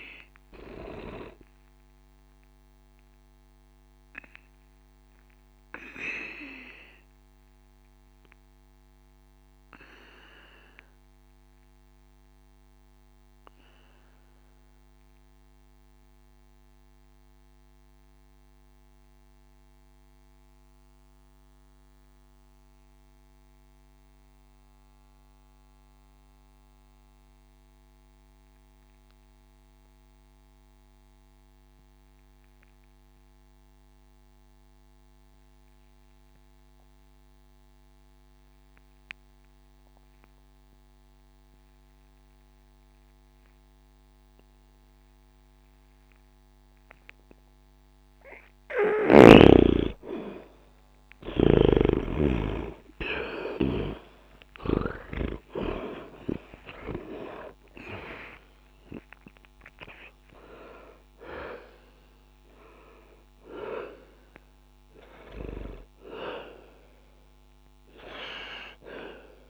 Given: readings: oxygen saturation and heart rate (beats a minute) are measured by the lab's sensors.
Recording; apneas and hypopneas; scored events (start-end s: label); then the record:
breathing in sleep by a microphone on the trachea; 1
0.00-27.50 s: oxygen desaturation (device-marked, oxygen 71% lowest, heart rate 60 extreme)
2.50-48.00 s: obstructive apnea (oxygen 98% before, 71% lowest, heart rate 60 before, 60 extreme, up 10 after)
47.50-69.50 s: oxygen desaturation (device-marked, oxygen 99% before, 75% lowest, heart rate 60 before, 60 extreme)
52.50-58.50 s: arousal
From the record:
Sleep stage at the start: N2 (light sleep); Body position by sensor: on the back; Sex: male